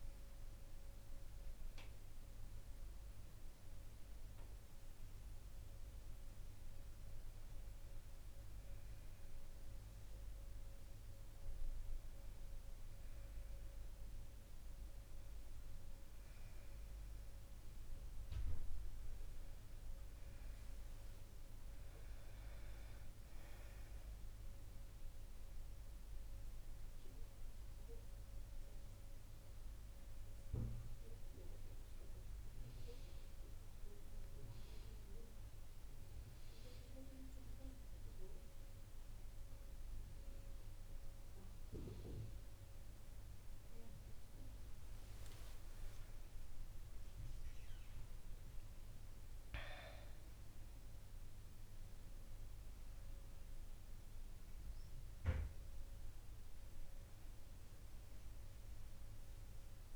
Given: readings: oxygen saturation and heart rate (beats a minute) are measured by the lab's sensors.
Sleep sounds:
breathing in sleep, hard to hear, by a room microphone; 1
1.50-6.00 s: arousal
23.50-35.00 s: obstructive apnea (oxygen 98% before, 95% lowest, heart rate 72 before, 69 extreme, up 0 after)
40.00-44.50 s: arousal
45.50-59.96 s: oxygen desaturation (device-marked, oxygen 98% before, 95% lowest, heart rate 71 before, 72 extreme)
From the record:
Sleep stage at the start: N2 (light sleep); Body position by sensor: on the back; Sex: female

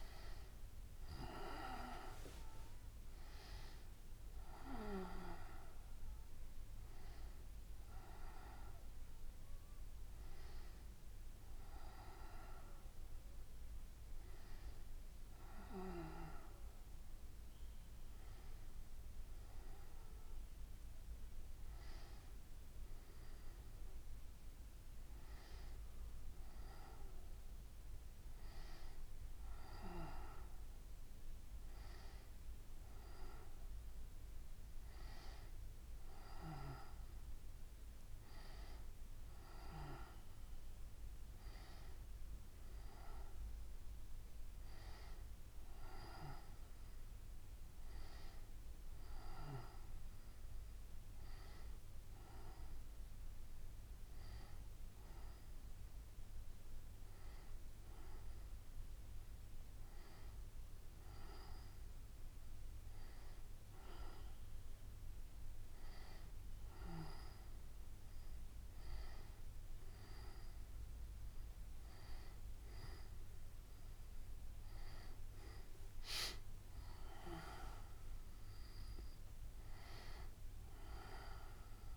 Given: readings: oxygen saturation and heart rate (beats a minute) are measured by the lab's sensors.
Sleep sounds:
a person partly awake in a sleep study, by a room microphone; none
7.00-23.00 s: oxygen desaturation (device-marked, oxygen 93% before, 90% lowest, heart rate 149 before, 73 extreme)
19.00-79.00 s: new sleep stage, N1 (lightest sleep)
79.00-81.97 s: new sleep stage, N2 (light sleep)
From the record:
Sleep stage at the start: awake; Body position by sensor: on the right side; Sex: female

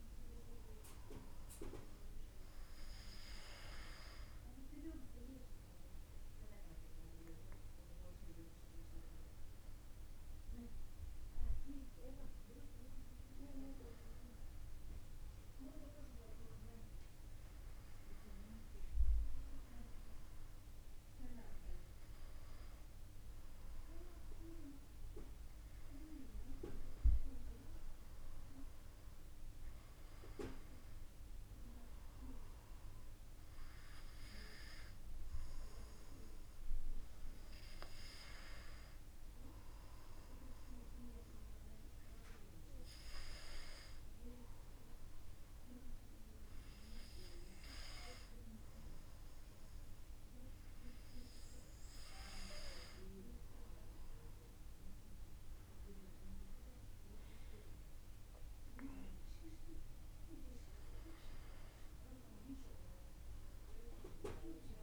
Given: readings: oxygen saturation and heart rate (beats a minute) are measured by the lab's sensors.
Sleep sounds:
breathing in sleep by a room microphone; none
54.50-59.00 s: arousal
From the record:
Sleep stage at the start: N2 (light sleep); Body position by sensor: on the back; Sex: male

